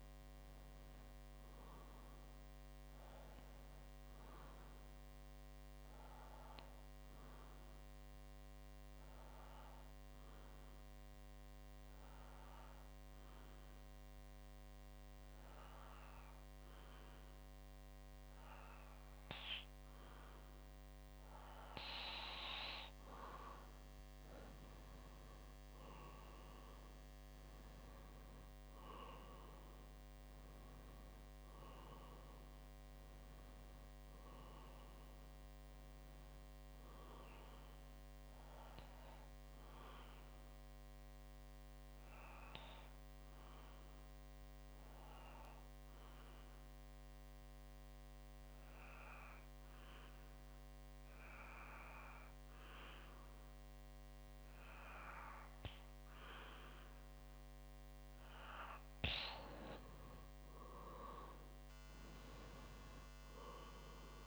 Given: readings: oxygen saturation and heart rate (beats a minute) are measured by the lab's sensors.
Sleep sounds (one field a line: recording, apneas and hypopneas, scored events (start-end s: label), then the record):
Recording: breathing in sleep by a microphone on the trachea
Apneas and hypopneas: 2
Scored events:
4.50-21.00 s: obstructive apnea (oxygen 96% before, 94% lowest, heart rate 64 before, 59 extreme, up 8 after)
25.00-29.50 s: arousal
38.50-43.50 s: bradycardia (device-marked, heart rate 63 before, 59 extreme)
39.00-57.50 s: obstructive apnea (oxygen 96% before, 93% lowest, heart rate 65 before, 59 extreme, up 4 after)
59.50-63.50 s: arousal
From the record:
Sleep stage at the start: N2 (light sleep)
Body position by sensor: on the back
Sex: male